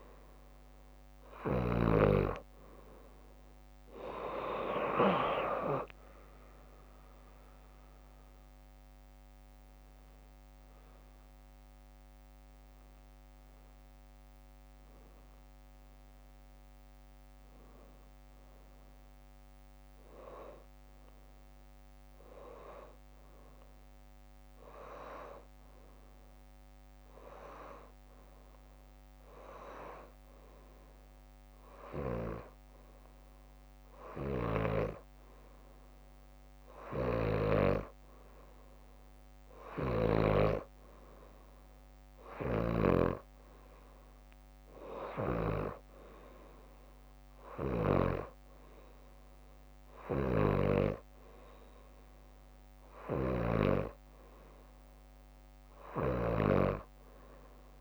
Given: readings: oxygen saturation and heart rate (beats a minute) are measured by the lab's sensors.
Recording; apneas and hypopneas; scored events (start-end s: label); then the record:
breathing in sleep by a microphone on the trachea; 1
0.00-1.50 s: snoring (device-marked)
3.00-20.00 s: drop in pulse transit time (device-marked, heart rate 62 before, 64 extreme)
4.50-7.50 s: leg movement (device-marked)
17.00-20.50 s: arousal
23.00-35.50 s: hypopnea (oxygen 94% before, 92% lowest, heart rate 67 before, 60 extreme, up 3 after)
36.50-40.00 s: snoring (device-marked)
38.50-42.00 s: arousal
42.00-44.00 s: leg movement (device-marked)
42.00-45.50 s: snoring (device-marked)
50.00-53.50 s: snoring (device-marked)
55.50-57.81 s: snoring (device-marked)
From the record:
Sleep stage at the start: N2 (light sleep); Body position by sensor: upright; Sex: female